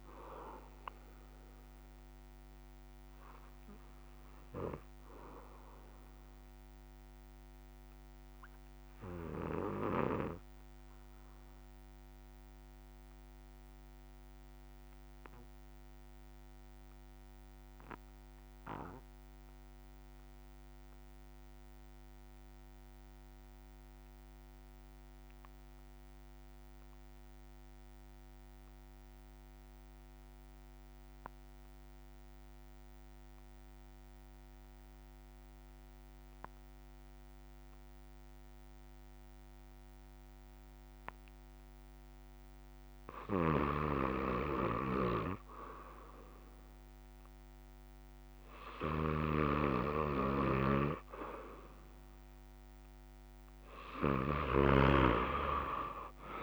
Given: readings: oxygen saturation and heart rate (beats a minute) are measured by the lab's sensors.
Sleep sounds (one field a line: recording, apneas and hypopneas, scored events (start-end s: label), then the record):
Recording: breathing in sleep by a microphone on the trachea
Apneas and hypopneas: 1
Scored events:
0.00-3.50 s: oxygen desaturation (device-marked, oxygen 85% lowest, heart rate 54 extreme)
6.00-43.50 s: obstructive apnea (oxygen 96% before, 83% lowest, heart rate 66 before, 46 extreme, up 0 after)
35.50-56.43 s: oxygen desaturation (device-marked, oxygen 99% before, 83% lowest, heart rate 55 before, 46 extreme)
From the record:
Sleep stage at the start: N2 (light sleep)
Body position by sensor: on the back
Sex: male